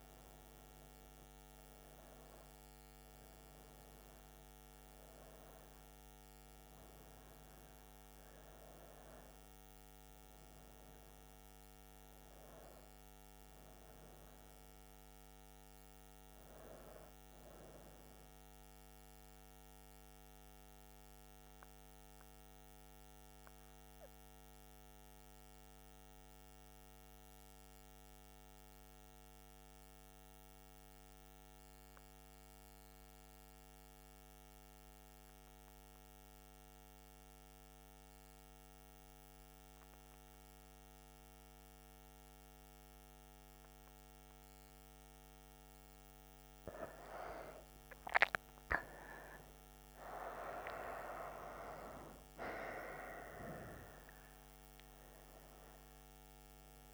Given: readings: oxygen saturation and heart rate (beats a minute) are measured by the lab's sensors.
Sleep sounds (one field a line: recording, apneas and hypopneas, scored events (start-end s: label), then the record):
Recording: breathing in sleep by a microphone on the trachea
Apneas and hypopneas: 1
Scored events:
0.00-8.50 s: oxygen desaturation (device-marked, oxygen 94% lowest, heart rate 61 extreme)
10.50-14.50 s: arousal
18.00-45.50 s: mixed apnea (oxygen 96% before, 94% lowest, heart rate 75 before, 61 extreme, up 11 after)
44.50-56.94 s: oxygen desaturation (device-marked, oxygen 99% before, 94% lowest, heart rate 64 before, 60 extreme)
46.50-51.00 s: arousal
From the record:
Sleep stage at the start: N2 (light sleep)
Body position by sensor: on the right side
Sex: female